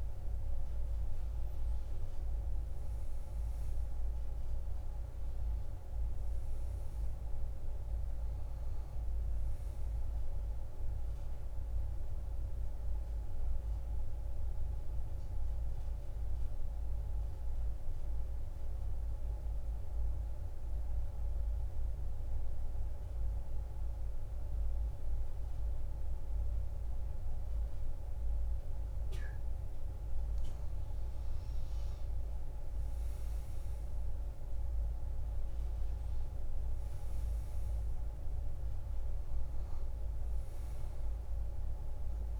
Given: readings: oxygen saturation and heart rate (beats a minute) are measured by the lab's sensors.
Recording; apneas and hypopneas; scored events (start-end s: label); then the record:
breathing in sleep, hard to hear, by a room microphone; 1
3.00-21.00 s: oxygen desaturation (device-marked, oxygen 97% before, 92% lowest)
11.50-30.00 s: obstructive apnea (oxygen 98% before, 90% lowest)
31.00-34.50 s: arousal
35.00-42.40 s: oxygen desaturation (device-marked, oxygen 97% before, 91% lowest)
From the record:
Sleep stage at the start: N2 (light sleep); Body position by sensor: on the back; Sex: female